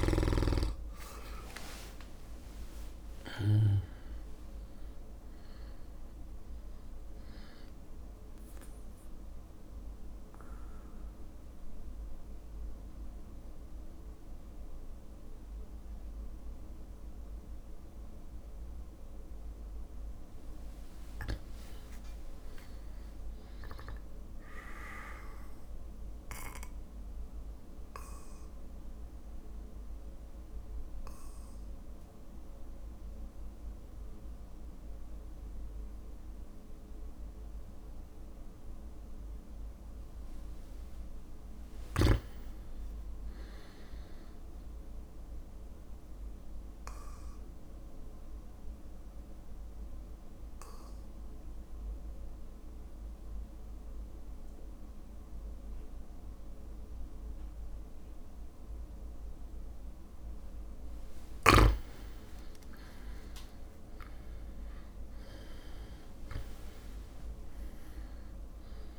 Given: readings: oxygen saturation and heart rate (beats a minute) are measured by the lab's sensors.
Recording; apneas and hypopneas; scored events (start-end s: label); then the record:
breathing in sleep by a room microphone; 3
0.00-7.50 s: drop in pulse transit time (device-marked, heart rate 60 extreme)
0.50-2.50 s: long interval between heartbeats (device-marked, heart rate 58 before, 66 extreme)
2.00-5.50 s: arousal
6.50-19.50 s: oxygen desaturation (device-marked, oxygen 99% before, 96% lowest, heart rate 64 before, 55 extreme)
9.00-19.50 s: obstructive apnea (oxygen 99% before, 96% lowest, heart rate 66 before, 55 extreme, up 6 after)
21.50-24.00 s: arousal
27.00-40.50 s: obstructive apnea (oxygen 100% before, 95% lowest, heart rate 60 before, 56 extreme, up 4 after)
42.00-44.00 s: arousal
46.50-60.00 s: obstructive apnea (oxygen 100% before, 95% lowest, heart rate 59 before, 56 extreme, up 4 after)
56.50-58.50 s: long interval between heartbeats (device-marked, heart rate 59 before, 58 extreme)
63.00-67.00 s: arousal
From the record:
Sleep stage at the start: REM sleep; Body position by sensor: on the back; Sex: male